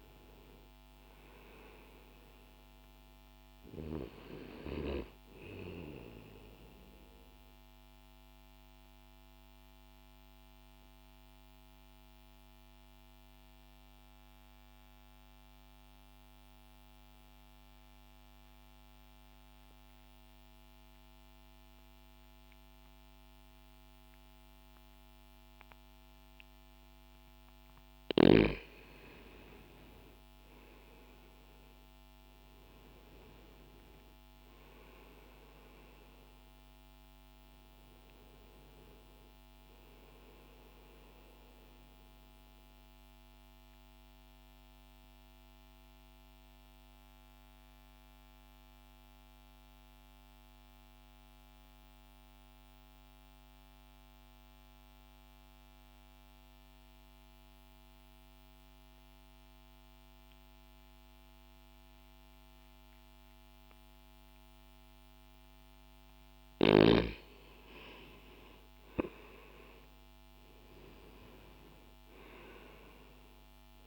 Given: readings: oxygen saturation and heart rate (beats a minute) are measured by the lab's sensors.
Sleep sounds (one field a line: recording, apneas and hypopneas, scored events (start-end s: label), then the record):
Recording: breathing in sleep by a microphone on the trachea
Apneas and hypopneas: 2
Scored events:
4.00-23.00 s: oxygen desaturation (device-marked, oxygen 95% before, 86% lowest, heart rate 60 before, 60 extreme)
6.00-25.50 s: obstructive apnea (oxygen 95% before, 83% lowest, heart rate 60 before, 60 extreme, up 0 after)
28.00-32.50 s: arousal
36.00-63.00 s: oxygen desaturation (device-marked, oxygen 96% before, 83% lowest, heart rate 60 before, 60 extreme)
40.50-65.00 s: mixed apnea (oxygen 96% before, 83% lowest, heart rate 60 before, 60 extreme, up 0 after)
67.00-72.00 s: arousal
68.00-73.87 s: oxygen desaturation (device-marked, oxygen 96% before, 84% lowest, heart rate 60 before, 60 extreme)
From the record:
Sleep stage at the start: N2 (light sleep)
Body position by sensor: on the back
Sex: male